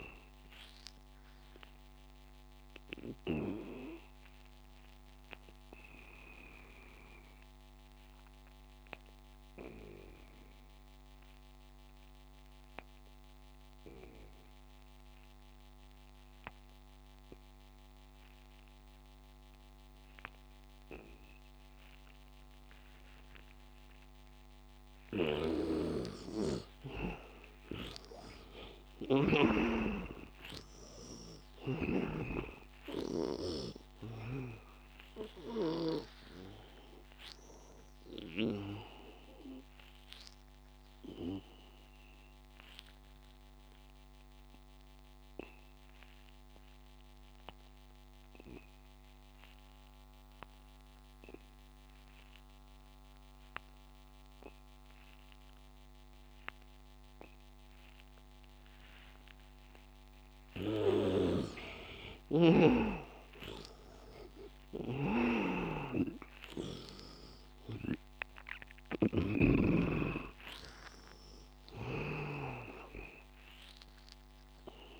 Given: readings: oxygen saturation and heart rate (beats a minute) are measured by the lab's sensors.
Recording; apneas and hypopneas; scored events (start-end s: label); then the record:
breathing in sleep by a microphone on the trachea; 2
0.00-8.50 s: oxygen desaturation (device-marked, oxygen 81% lowest, heart rate 74 extreme)
0.50-25.00 s: obstructive apnea (oxygen 100% before, 80% lowest, heart rate 93 before, 74 extreme, up 19 after)
21.50-48.50 s: oxygen desaturation (device-marked, oxygen 99% before, 82% lowest, heart rate 86 before, 86 extreme)
25.50-29.50 s: snoring (device-marked)
28.00-31.50 s: arousal
39.50-59.50 s: obstructive apnea (oxygen 100% before, 80% lowest, heart rate 91 before, 86 extreme, up 8 after)
60.50-75.00 s: oxygen desaturation (device-marked, oxygen 100% before, 80% lowest, heart rate 91 before, 83 extreme)
61.00-64.00 s: arousal
61.00-69.50 s: snoring (device-marked)
From the record:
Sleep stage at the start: N2 (light sleep); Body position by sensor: on the back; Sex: male